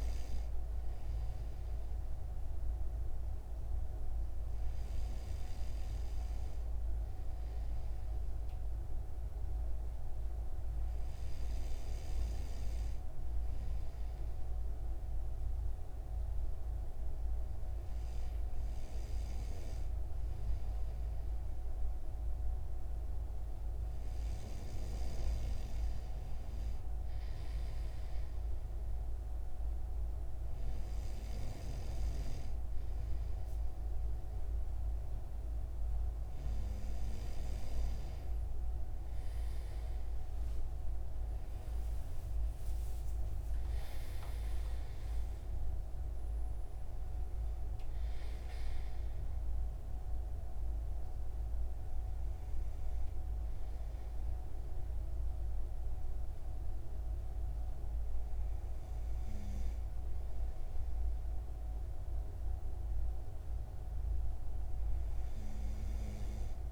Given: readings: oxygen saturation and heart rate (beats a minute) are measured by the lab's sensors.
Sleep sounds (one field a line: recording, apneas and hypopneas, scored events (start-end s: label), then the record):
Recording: breathing in sleep, hard to hear, by a room microphone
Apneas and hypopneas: none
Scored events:
none scored
From the record:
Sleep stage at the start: N2 (light sleep)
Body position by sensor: on the right side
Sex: male